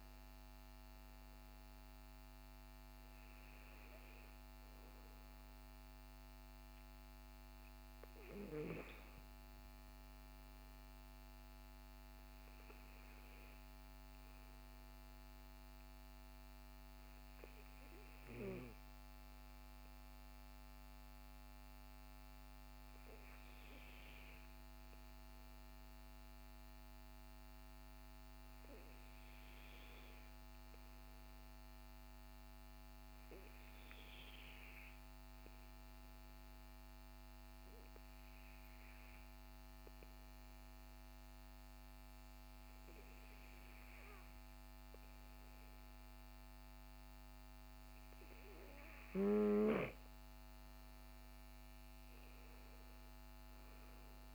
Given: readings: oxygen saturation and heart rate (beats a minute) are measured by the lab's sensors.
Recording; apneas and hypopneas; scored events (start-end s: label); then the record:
breathing in sleep, hard to hear, by a microphone on the trachea; 1
32.00-48.50 s: obstructive apnea (oxygen 97% before, 94% lowest, heart rate 55 before, 47 extreme, up 15 after)
50.50-54.00 s: arousal
From the record:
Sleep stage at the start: N2 (light sleep); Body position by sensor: on the back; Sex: male